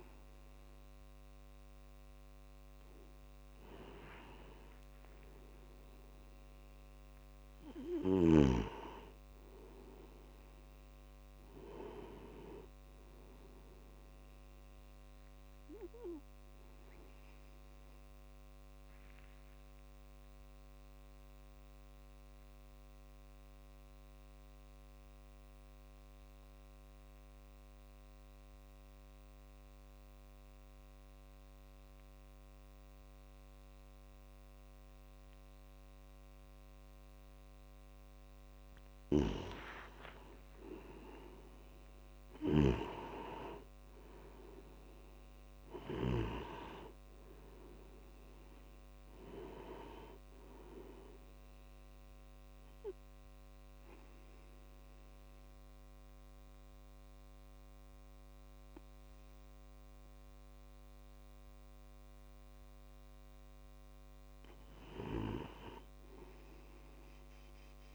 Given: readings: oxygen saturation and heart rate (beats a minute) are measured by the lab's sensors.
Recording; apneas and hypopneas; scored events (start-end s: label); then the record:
breathing in sleep by a microphone on the trachea; 2
0.00-27.00 s: tachycardia (device-marked, heart rate 209 extreme)
4.00-8.50 s: arousal
18.50-40.50 s: obstructive apnea (oxygen 97% before, 90% lowest, heart rate 168 before, 29 extreme, up 42 after)
33.00-39.00 s: tachycardia (device-marked, heart rate 98 before, 119 extreme)
39.00-46.50 s: snoring (device-marked)
42.50-46.00 s: arousal
44.00-67.95 s: oxygen desaturation (device-marked, oxygen 97% before, 90% lowest, heart rate 94 before, 81 extreme)
50.00-67.95 s: tachycardia (device-marked, heart rate 100 before, 192 extreme)
51.50-63.00 s: obstructive apnea (oxygen 97% before, 90% lowest, heart rate 74 before, 100 extreme)
From the record:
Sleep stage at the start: N2 (light sleep); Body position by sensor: on the back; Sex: male